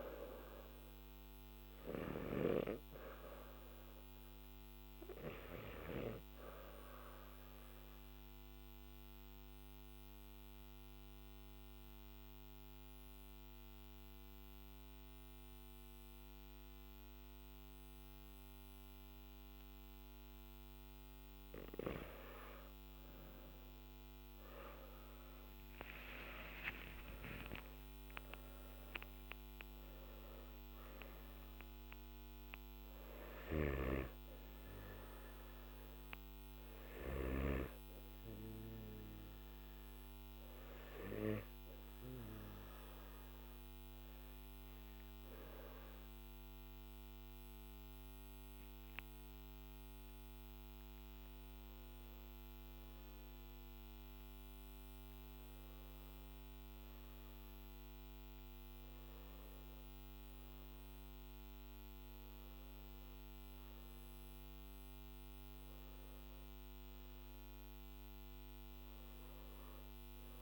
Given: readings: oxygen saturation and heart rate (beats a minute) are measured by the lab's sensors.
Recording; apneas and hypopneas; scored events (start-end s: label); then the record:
breathing in sleep by a microphone on the trachea; 2
0.00-25.50 s: oxygen desaturation (device-marked, oxygen 90% lowest, heart rate 48 extreme)
7.00-21.00 s: mixed apnea (oxygen 98% before, 90% lowest, heart rate 55 before, 48 extreme, up 10 after)
41.50-52.50 s: obstructive apnea (oxygen 96% before, 91% lowest, heart rate 53 before, 48 extreme, up 14 after)
From the record:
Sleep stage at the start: N3 (deep sleep); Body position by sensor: on the back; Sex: male